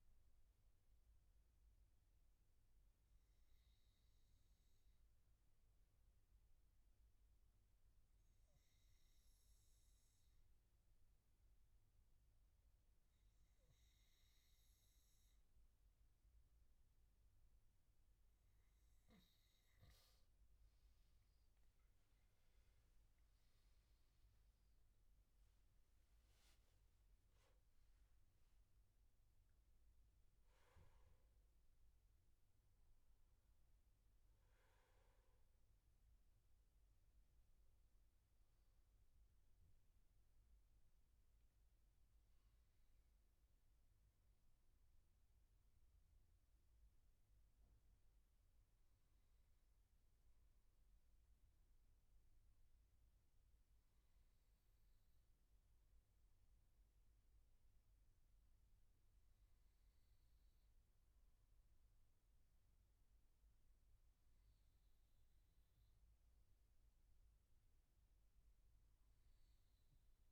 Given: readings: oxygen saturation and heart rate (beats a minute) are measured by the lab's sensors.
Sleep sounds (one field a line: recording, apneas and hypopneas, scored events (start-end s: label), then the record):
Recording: breathing in sleep, hard to hear, by a room microphone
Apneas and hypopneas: 1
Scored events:
6.00-17.50 s: obstructive apnea (oxygen 97% before, 93% lowest, heart rate 81 before, 74 extreme, up 10 after)
25.50-30.50 s: arousal
From the record:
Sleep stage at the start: N2 (light sleep)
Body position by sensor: on the right side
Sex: male